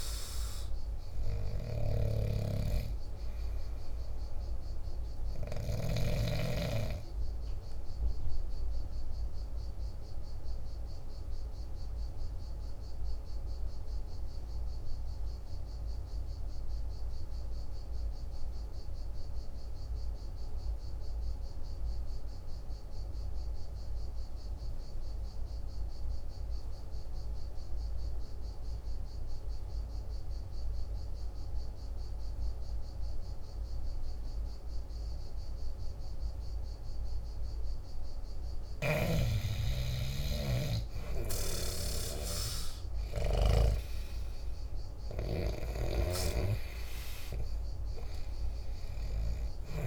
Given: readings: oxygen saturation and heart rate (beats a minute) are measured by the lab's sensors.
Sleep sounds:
breathing in sleep by a room microphone; 1
0.00-6.00 s: snoring (device-marked)
0.00-17.00 s: oxygen desaturation (device-marked, oxygen 87% lowest, heart rate 48 extreme)
10.00-37.50 s: obstructive apnea (oxygen 97% before, 86% lowest, heart rate 55 before, 48 extreme, up 10 after)
33.00-49.87 s: oxygen desaturation (device-marked, oxygen 99% before, 86% lowest, heart rate 49 before, 48 extreme)
38.50-43.50 s: snoring (device-marked)
40.00-44.00 s: arousal
From the record:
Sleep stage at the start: N2 (light sleep); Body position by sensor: on the back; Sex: male

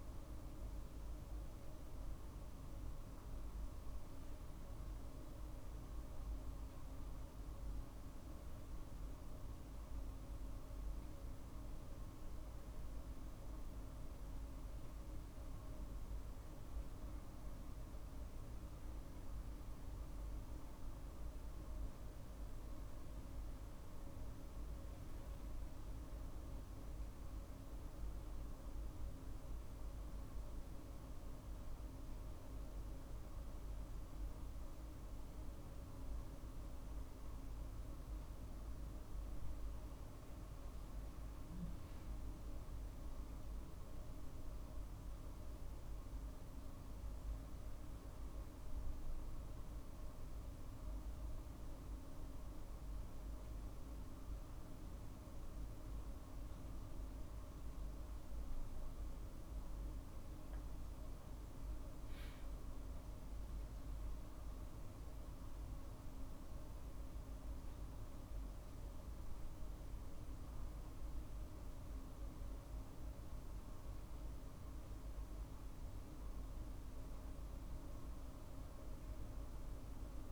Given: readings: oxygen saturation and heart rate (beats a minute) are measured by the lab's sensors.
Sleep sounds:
breathing in sleep, hard to hear, by a room microphone; none
none scored
From the record:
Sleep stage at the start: N1 (lightest sleep); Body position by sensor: on the right side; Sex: male

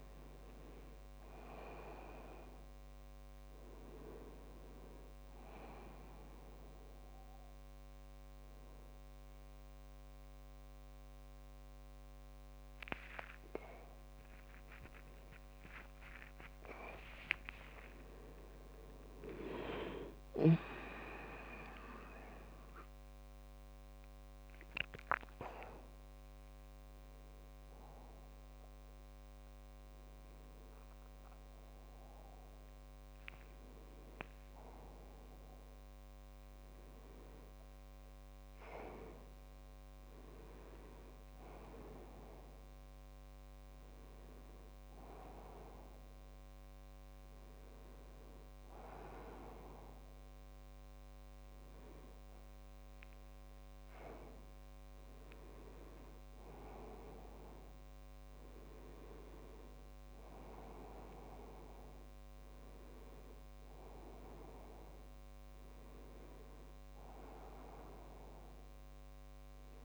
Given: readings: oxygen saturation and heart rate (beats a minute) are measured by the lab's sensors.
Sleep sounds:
breathing in sleep by a microphone on the trachea; 1
17.00-20.50 s: arousal
24.00-35.00 s: hypopnea (oxygen 97% before, 95% lowest, heart rate 76 before, 70 extreme, up 1 after)
36.50-40.00 s: arousal
From the record:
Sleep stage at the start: N1 (lightest sleep); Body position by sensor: on the back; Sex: male

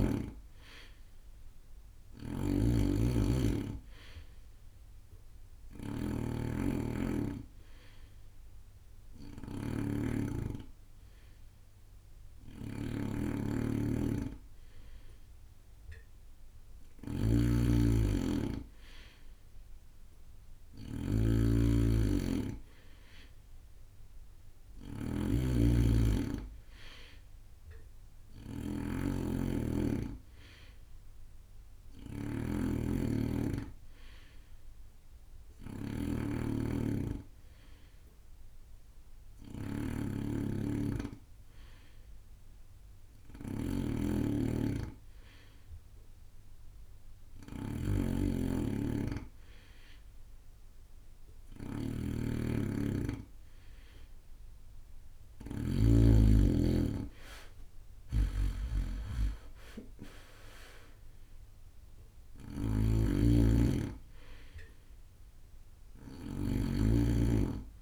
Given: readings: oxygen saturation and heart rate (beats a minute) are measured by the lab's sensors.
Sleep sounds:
breathing in sleep by a room microphone; none
0.00-56.00 s: snoring (device-marked)
53.00-67.82 s: bradycardia (device-marked)
58.00-67.82 s: snoring (device-marked)
61.50-65.50 s: arousal
From the record:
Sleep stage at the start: N2 (light sleep); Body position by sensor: on the right side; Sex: male

